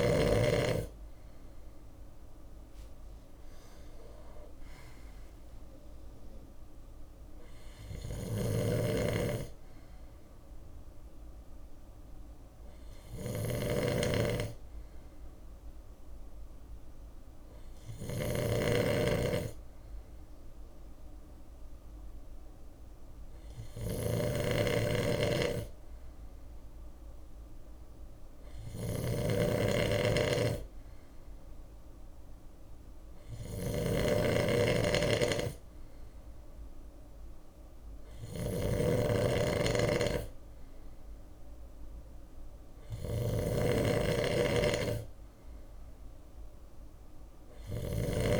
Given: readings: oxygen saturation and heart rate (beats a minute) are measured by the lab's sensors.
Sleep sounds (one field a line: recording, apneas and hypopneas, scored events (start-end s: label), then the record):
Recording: breathing in sleep by a room microphone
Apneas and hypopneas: none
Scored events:
0.50-5.00 s: arousal
2.00-14.00 s: drop in pulse transit time (device-marked, heart rate 58 before, 56 extreme)
4.00-6.00 s: long interval between heartbeats (device-marked, heart rate 59 before, 79 extreme)
6.50-48.40 s: snoring (device-marked)
8.00-48.40 s: bradycardia (device-marked, heart rate 59 before, 55 extreme)
From the record:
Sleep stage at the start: N2 (light sleep)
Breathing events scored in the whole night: 335 in 5.2 hours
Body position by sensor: on the left side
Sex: male